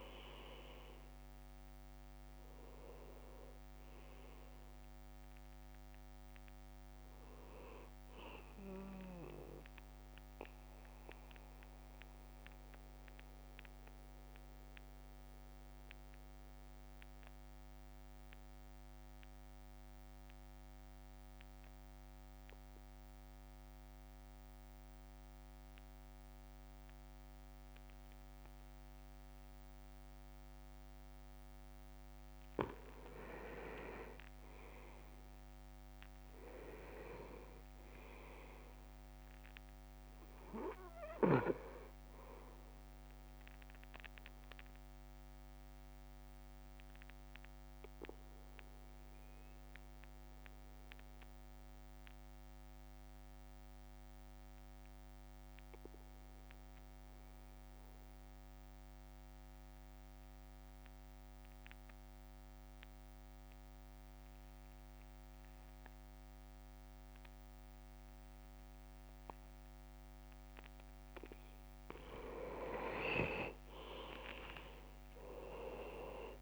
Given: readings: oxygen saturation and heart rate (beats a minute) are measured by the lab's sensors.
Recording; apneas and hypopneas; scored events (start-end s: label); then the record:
breathing in sleep by a microphone on the trachea; 2
0.00-3.50 s: arousal
0.00-7.50 s: drop in pulse transit time (device-marked, heart rate 56 extreme)
0.00-9.50 s: oxygen desaturation (device-marked, oxygen 95% lowest, heart rate 52 extreme)
11.50-31.50 s: mixed apnea (oxygen 100% before, 95% lowest, heart rate 58 before, 52 extreme, up 3 after)
34.00-37.00 s: arousal
46.00-70.50 s: mixed apnea (oxygen 99% before, 94% lowest, heart rate 56 before, 49 extreme, up 5 after)
72.50-74.00 s: leg movement (device-marked)
73.00-76.42 s: arousal
74.50-76.42 s: leg movement (device-marked)
From the record:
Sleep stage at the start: N2 (light sleep); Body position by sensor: on the back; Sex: male